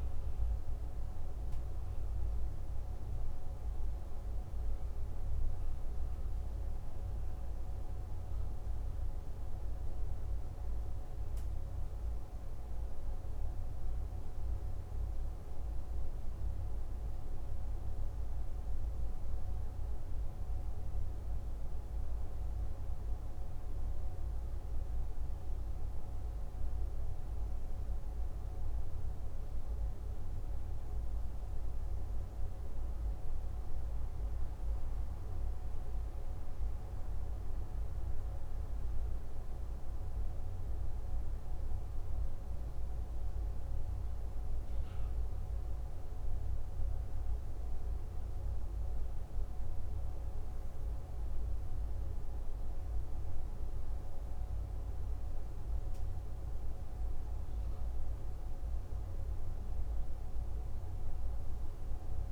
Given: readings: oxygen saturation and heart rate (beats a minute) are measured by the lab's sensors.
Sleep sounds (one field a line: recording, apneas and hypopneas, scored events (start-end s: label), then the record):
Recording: breathing in sleep, hard to hear, by a room microphone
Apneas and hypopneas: none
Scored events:
none scored
From the record:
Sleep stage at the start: N2 (light sleep)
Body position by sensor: on the left side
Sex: male